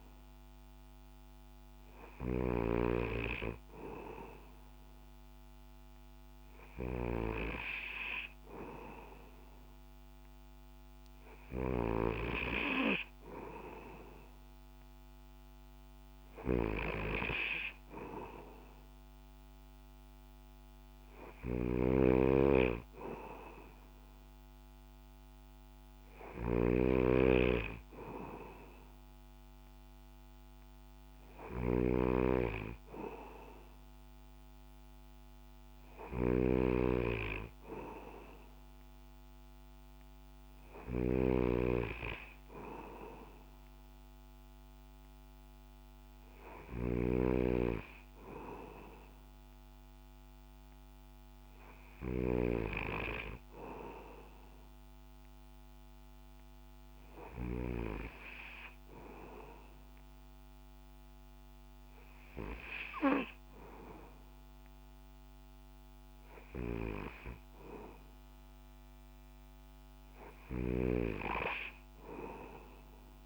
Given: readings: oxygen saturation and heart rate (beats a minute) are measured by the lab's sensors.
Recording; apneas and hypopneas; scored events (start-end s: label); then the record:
breathing in sleep by a microphone on the trachea; none
0.00-3.00 s: snoring (device-marked)
21.50-52.50 s: snoring (device-marked)
From the record:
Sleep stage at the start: N2 (light sleep); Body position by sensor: on the back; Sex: male